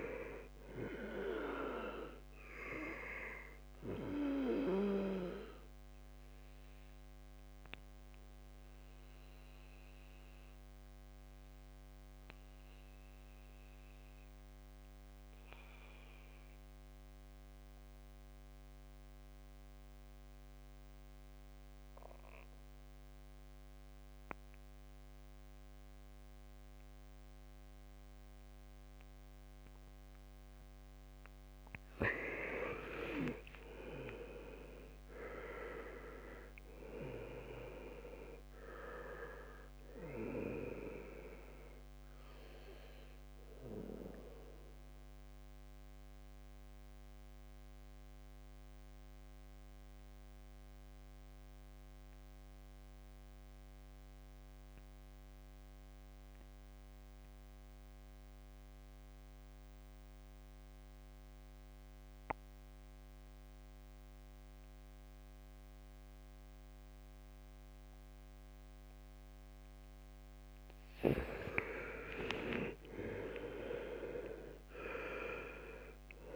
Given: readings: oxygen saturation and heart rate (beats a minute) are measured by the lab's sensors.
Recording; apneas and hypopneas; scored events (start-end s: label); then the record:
breathing in sleep by a microphone on the trachea; 2
0.00-21.00 s: oxygen desaturation (device-marked, oxygen 98% before, 84% lowest, heart rate 70 before, 67 extreme)
6.00-30.00 s: mixed apnea (oxygen 98% before, 84% lowest, heart rate 73 before, 65 extreme)
31.00-62.00 s: oxygen desaturation (device-marked, oxygen 98% before, 85% lowest, heart rate 72 before, 62 extreme)
32.50-36.50 s: arousal
44.50-69.50 s: mixed apnea (oxygen 98% before, 83% lowest, heart rate 71 before, 61 extreme, up 9 after)
70.00-76.35 s: oxygen desaturation (device-marked, oxygen 99% before, 83% lowest, heart rate 69 before, 61 extreme)
71.00-75.00 s: arousal
From the record:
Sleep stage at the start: N2 (light sleep); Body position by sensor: on the back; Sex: male